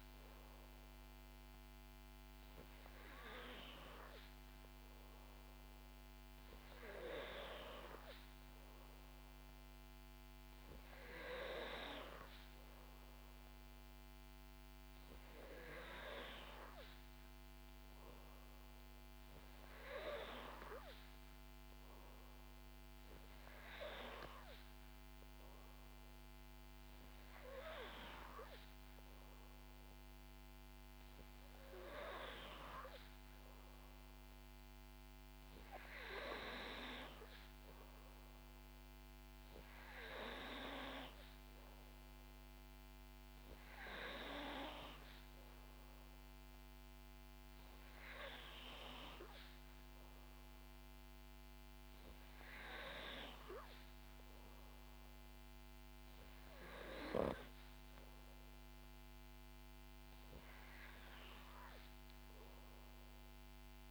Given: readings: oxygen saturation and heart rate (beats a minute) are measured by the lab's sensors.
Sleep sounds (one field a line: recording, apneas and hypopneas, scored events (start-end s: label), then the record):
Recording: breathing in sleep by a microphone on the trachea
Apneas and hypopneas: none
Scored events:
none scored
From the record:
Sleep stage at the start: N3 (deep sleep)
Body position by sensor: on the back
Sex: female